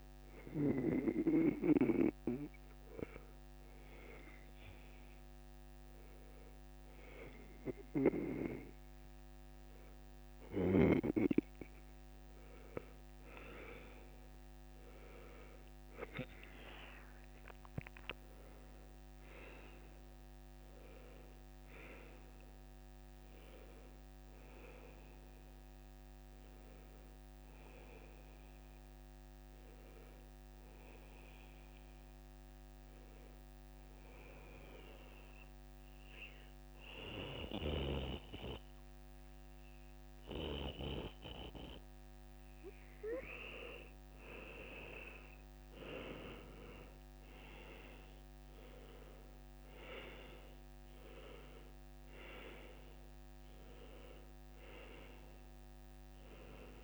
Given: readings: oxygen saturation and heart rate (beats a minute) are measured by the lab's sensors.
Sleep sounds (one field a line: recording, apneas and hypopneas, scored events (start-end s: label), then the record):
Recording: breathing in sleep by a microphone on the trachea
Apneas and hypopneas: 2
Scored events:
1.00-11.00 s: hypopnea (oxygen 96% before, 90% lowest, heart rate 80 before, 79 extreme, up 1 after)
2.00-11.00 s: oxygen desaturation (device-marked, oxygen 96% before, 92% lowest, heart rate 80 before, 79 extreme)
13.50-16.50 s: arousal
34.00-44.00 s: obstructive apnea (oxygen 96% before, 90% lowest, heart rate 82 before, 76 extreme, up 4 after)
46.00-50.00 s: arousal
54.00-56.84 s: oxygen desaturation (device-marked, oxygen 96% before, 90% lowest, heart rate 79 before, 77 extreme)
From the record:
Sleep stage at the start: N1 (lightest sleep)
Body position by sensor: on the back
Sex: male